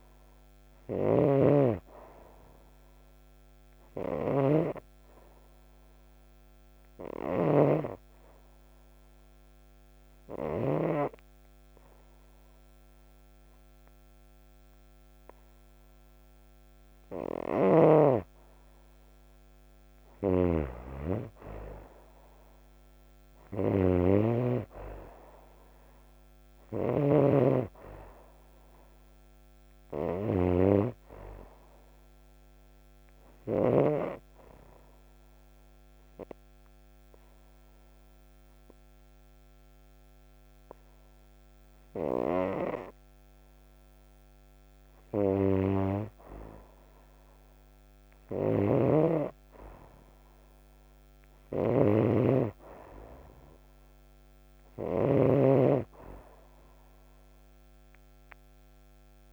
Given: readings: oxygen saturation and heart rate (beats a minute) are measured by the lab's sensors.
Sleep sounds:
breathing in sleep by a microphone on the trachea; 2
0.00-11.00 s: snoring (device-marked)
4.50-17.00 s: obstructive apnea (oxygen 95% before, 90% lowest, heart rate 63 before, 59 extreme, up 8 after)
17.00-33.50 s: snoring (device-marked)
19.00-24.00 s: arousal
32.00-44.50 s: obstructive apnea (oxygen 95% before, 90% lowest, heart rate 63 before, 60 extreme, up 6 after)
36.50-51.50 s: oxygen desaturation (device-marked, oxygen 95% before, 90% lowest, heart rate 63 before, 60 extreme)
46.00-49.00 s: arousal
48.00-55.00 s: snoring (device-marked)
From the record:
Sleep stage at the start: N2 (light sleep); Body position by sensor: on the right side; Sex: female

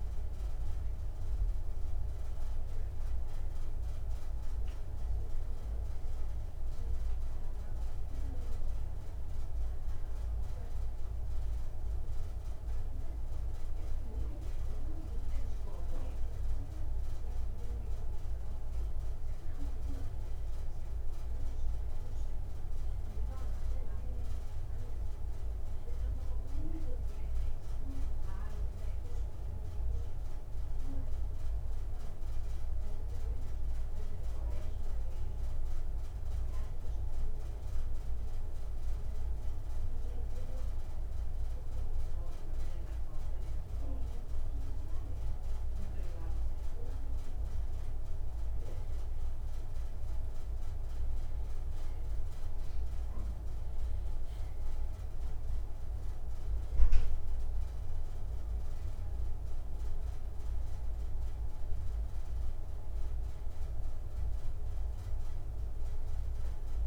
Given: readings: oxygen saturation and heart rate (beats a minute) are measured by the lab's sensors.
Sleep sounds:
breathing in sleep, hard to hear, by a room microphone; 1
0.00-16.50 s: oxygen desaturation (device-marked, oxygen 92% lowest, heart rate 64 extreme)
21.50-66.87 s: new sleep stage, N2 (light sleep)
24.50-28.50 s: arousal
36.00-47.00 s: hypopnea (oxygen 94% before, 91% lowest, heart rate 66 before, 63 extreme, up 3 after)
52.50-56.50 s: arousal
64.50-66.87 s: oxygen desaturation (device-marked, oxygen 95% before, 91% lowest, heart rate 66 before, 63 extreme)
From the record:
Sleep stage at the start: N1 (lightest sleep); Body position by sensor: on the back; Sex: male

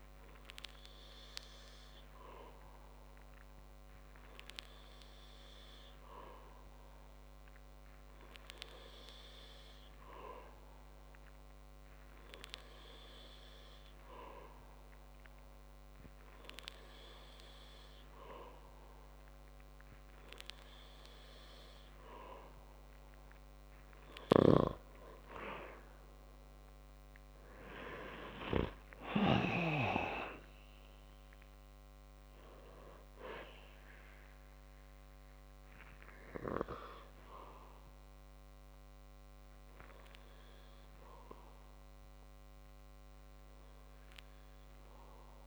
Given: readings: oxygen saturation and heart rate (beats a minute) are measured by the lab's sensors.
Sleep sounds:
breathing in sleep by a microphone on the trachea; none
13.50-45.47 s: new sleep stage, N2 (light sleep)
28.50-31.50 s: arousal
From the record:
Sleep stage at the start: N3 (deep sleep); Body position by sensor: on the back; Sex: male

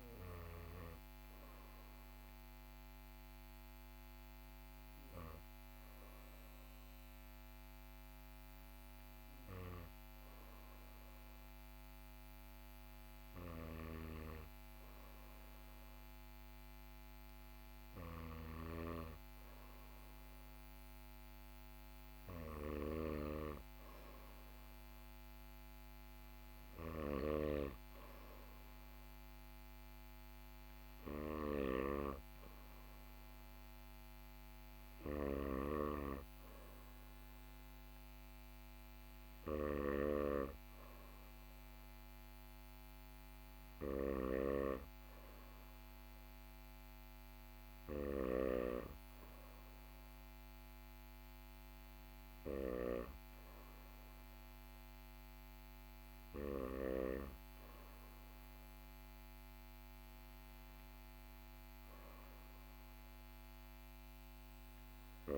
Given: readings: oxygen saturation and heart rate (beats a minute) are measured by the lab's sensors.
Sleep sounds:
breathing in sleep by a microphone on the trachea; none
12.50-52.00 s: snoring (device-marked)
From the record:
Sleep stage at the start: N2 (light sleep); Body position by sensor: on the back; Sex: male

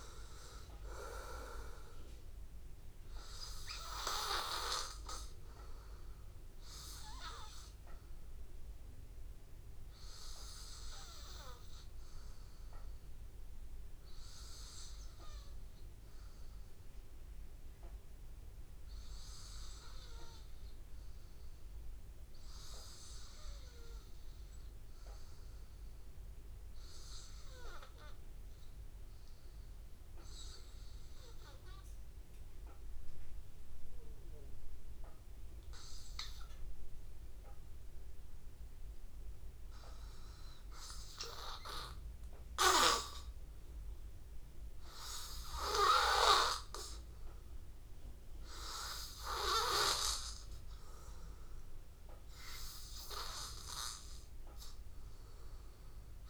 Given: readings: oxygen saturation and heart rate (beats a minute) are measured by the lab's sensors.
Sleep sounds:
breathing in sleep by a room microphone; 1
0.00-15.50 s: oxygen desaturation (device-marked, oxygen 90% lowest, heart rate 80 extreme)
5.50-9.00 s: arousal
11.50-40.50 s: hypopnea (oxygen 95% before, 93% lowest, heart rate 86 before, 82 extreme, up 0 after)
35.50-41.50 s: oxygen desaturation (device-marked, oxygen 99% before, 97% lowest, heart rate 83 before, 82 extreme)
42.50-45.50 s: arousal
From the record:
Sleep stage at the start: N2 (light sleep); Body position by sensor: on the back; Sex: male

